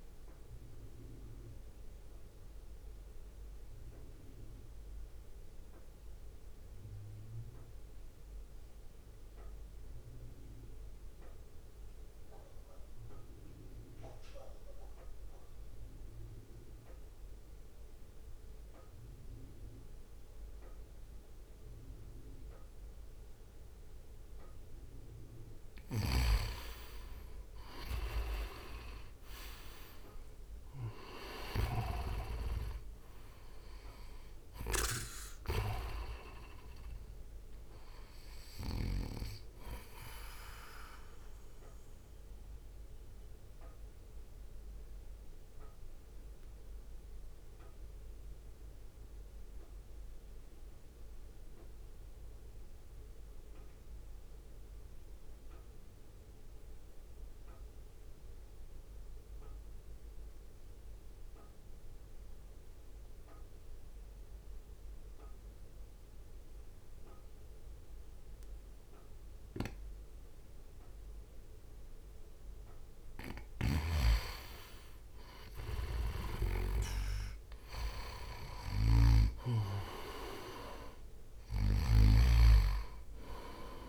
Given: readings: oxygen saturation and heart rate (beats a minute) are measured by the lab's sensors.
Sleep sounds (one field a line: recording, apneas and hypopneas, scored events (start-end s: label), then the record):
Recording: breathing in sleep by a room microphone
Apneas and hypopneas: 2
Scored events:
0.00-7.50 s: drop in pulse transit time (device-marked, heart rate 53 extreme)
3.00-24.00 s: obstructive apnea (oxygen 99% before, 86% lowest, heart rate 62 before, 52 extreme, up 3 after)
18.50-39.50 s: oxygen desaturation (device-marked, oxygen 98% before, 91% lowest, heart rate 59 before, 52 extreme)
27.50-31.00 s: arousal
28.50-41.50 s: drop in pulse transit time (device-marked, heart rate 60 before, 52 extreme)
41.50-71.50 s: mixed apnea (oxygen 98% before, 86% lowest, heart rate 58 before, 53 extreme, up 7 after)
47.50-62.50 s: oxygen desaturation (device-marked, oxygen 92% before, 86% lowest, heart rate 57 before, 53 extreme)
73.50-82.00 s: snoring (device-marked)
74.50-79.50 s: arousal
75.00-77.00 s: long interval between heartbeats (device-marked, heart rate 62 before, 65 extreme)
75.50-83.89 s: drop in pulse transit time (device-marked, heart rate 62 before, 53 extreme)
From the record:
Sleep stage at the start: N2 (light sleep)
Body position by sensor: on the right side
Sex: male